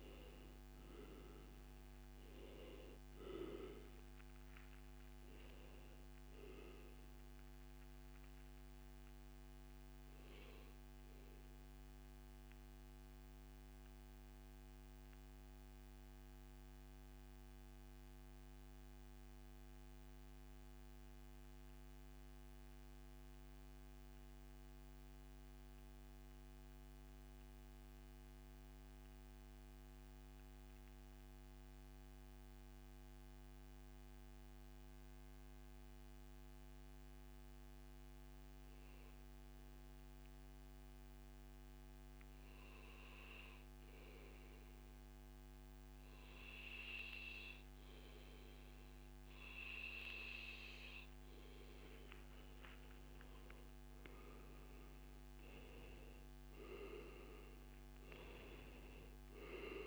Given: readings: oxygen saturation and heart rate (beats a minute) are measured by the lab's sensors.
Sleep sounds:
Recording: breathing in sleep by a microphone on the trachea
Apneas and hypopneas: 1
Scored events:
10.00-50.50 s: mixed apnea (oxygen 95% before, 90% lowest, heart rate 139 before, 98 extreme, up 0 after)
16.00-18.00 s: long interval between heartbeats (device-marked, heart rate 134 before, 98 extreme)
16.00-24.00 s: oxygen desaturation (device-marked, oxygen 93% before, 90% lowest, heart rate 134 before, 99 extreme)
22.00-24.00 s: long interval between heartbeats (device-marked, heart rate 126 before, 107 extreme)
53.00-57.00 s: arousal
From the record:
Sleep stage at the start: N2 (light sleep)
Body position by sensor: on the back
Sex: male

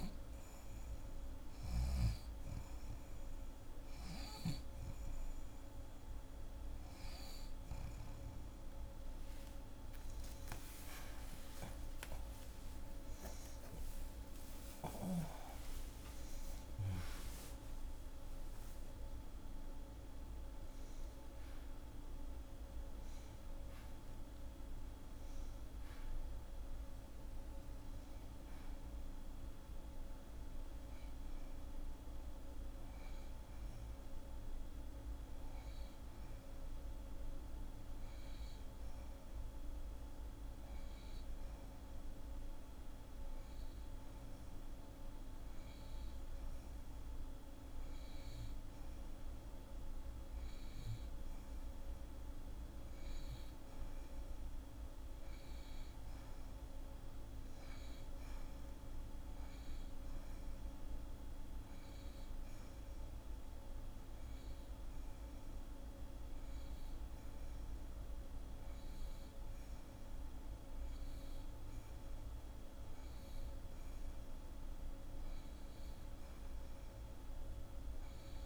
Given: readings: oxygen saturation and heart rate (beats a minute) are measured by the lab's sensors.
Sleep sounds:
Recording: a person partly awake in a sleep study, hard to hear, by a room microphone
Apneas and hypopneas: none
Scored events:
0.00-4.00 s: snoring (device-marked)
25.50-78.46 s: new sleep stage, N2 (light sleep)
53.50-74.50 s: oxygen desaturation (device-marked, oxygen 91% before, 88% lowest, heart rate 94 before, 52 extreme)
From the record:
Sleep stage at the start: awake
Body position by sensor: on the back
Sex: female

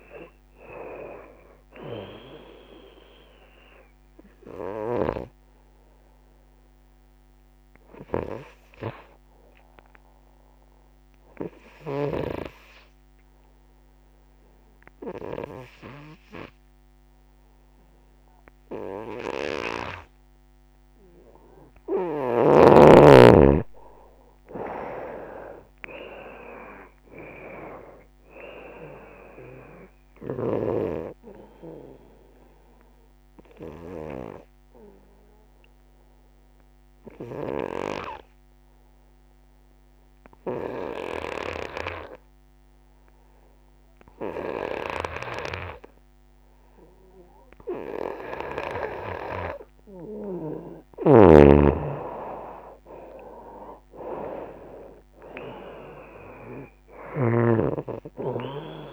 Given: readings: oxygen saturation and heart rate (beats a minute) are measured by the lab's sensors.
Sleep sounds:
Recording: breathing in sleep by a microphone on the trachea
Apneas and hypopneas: 2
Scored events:
0.00-5.50 s: drop in pulse transit time (device-marked, heart rate 76 extreme)
0.00-18.50 s: oxygen desaturation (device-marked, oxygen 85% lowest, heart rate 66 extreme)
12.00-22.00 s: obstructive apnea (oxygen 95% before, 84% lowest, heart rate 79 before, 67 extreme, up 13 after)
23.50-35.50 s: drop in pulse transit time (device-marked, heart rate 75 before, 76 extreme)
24.50-27.50 s: arousal
27.50-49.50 s: oxygen desaturation (device-marked, oxygen 96% before, 84% lowest, heart rate 76 before, 65 extreme)
34.00-50.50 s: obstructive apnea (oxygen 96% before, 84% lowest, heart rate 81 before, 65 extreme, up 26 after)
42.50-44.50 s: long interval between heartbeats (device-marked, heart rate 78 before, 75 extreme)
50.50-58.93 s: drop in pulse transit time (device-marked, heart rate 73 before, 74 extreme)
51.50-58.93 s: oxygen desaturation (device-marked, oxygen 95% before, 85% lowest, heart rate 72 before, 63 extreme)
52.00-56.00 s: arousal
From the record:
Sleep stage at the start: N2 (light sleep)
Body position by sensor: on the right side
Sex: female

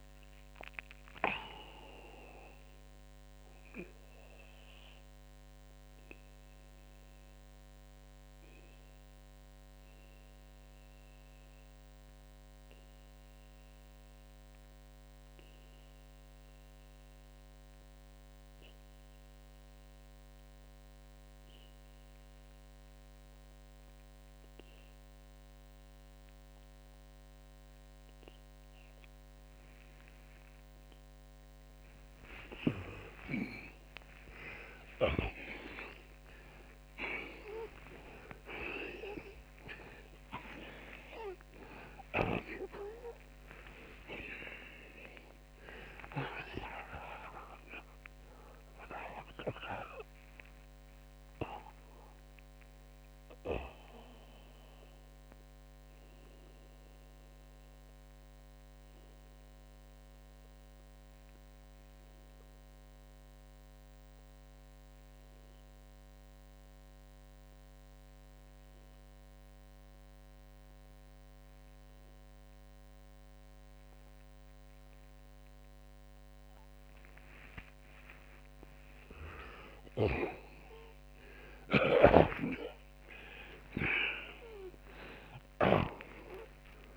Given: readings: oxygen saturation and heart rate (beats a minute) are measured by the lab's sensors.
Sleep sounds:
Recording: breathing in sleep by a microphone on the trachea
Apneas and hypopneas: 2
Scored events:
0.00-32.00 s: oxygen desaturation (device-marked, oxygen 78% lowest)
3.00-31.50 s: mixed apnea (oxygen 93% before, 78% lowest)
34.50-39.00 s: arousal
42.00-77.00 s: oxygen desaturation (device-marked, oxygen 94% before, 80% lowest)
53.50-78.00 s: obstructive apnea (oxygen 94% before, 79% lowest)
79.50-84.00 s: arousal
79.50-86.97 s: snoring (device-marked)
From the record:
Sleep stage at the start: N2 (light sleep)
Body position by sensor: on the back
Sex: male

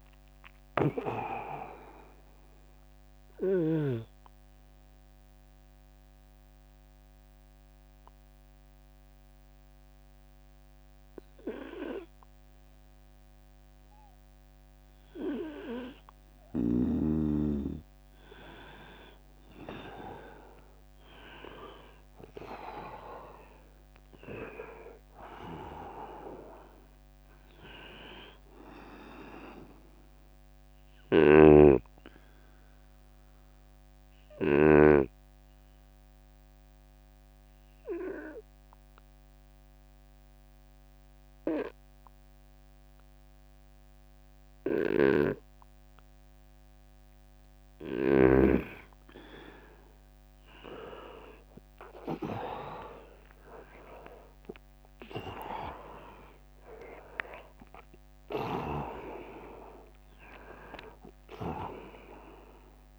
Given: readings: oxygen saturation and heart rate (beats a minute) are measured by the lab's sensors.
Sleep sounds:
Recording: breathing in sleep by a microphone on the trachea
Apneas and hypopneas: 2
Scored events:
0.00-15.50 s: oxygen desaturation (device-marked, oxygen 93% lowest, heart rate 73 extreme)
2.50-15.50 s: obstructive apnea (oxygen 99% before, 93% lowest, heart rate 78 before, 73 extreme, up 11 after)
14.50-16.50 s: long interval between heartbeats (device-marked, heart rate 81 before, 76 extreme)
18.50-23.00 s: arousal
27.50-43.50 s: oxygen desaturation (device-marked, oxygen 99% before, 95% lowest, heart rate 81 before, 70 extreme)
30.00-34.00 s: snoring (device-marked)
31.50-46.50 s: obstructive apnea (oxygen 99% before, 93% lowest, heart rate 80 before, 70 extreme, up 10 after)
51.50-56.00 s: arousal
53.50-62.99 s: oxygen desaturation (device-marked, oxygen 99% before, 96% lowest, heart rate 76 before, 65 extreme)
54.50-62.99 s: drop in pulse transit time (device-marked, heart rate 76 before, 75 extreme)
From the record:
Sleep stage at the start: N2 (light sleep)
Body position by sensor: on the right side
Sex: male

